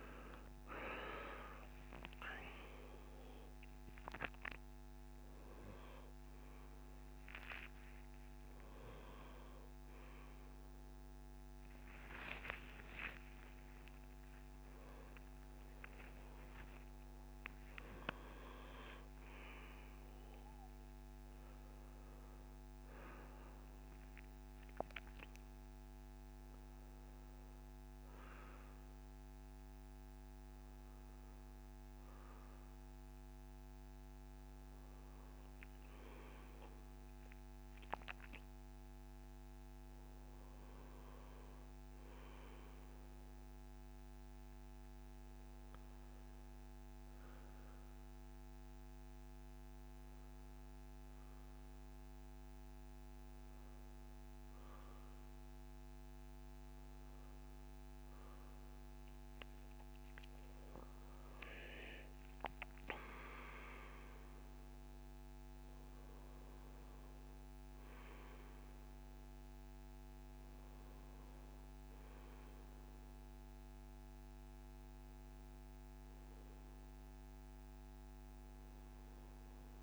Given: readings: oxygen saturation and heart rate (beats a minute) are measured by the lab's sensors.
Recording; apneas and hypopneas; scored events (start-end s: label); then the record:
a person partly awake in a sleep study, by a microphone on the trachea; none
3.50-5.50 s: oxygen desaturation (device-marked, oxygen 96% before, 93% lowest, heart rate 107 before, 70 extreme)
21.50-79.83 s: new sleep stage, N1 (lightest sleep)
25.50-39.50 s: oxygen desaturation (device-marked, oxygen 97% before, 92% lowest, heart rate 85 before, 68 extreme)
From the record:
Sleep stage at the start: awake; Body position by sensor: on the back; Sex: male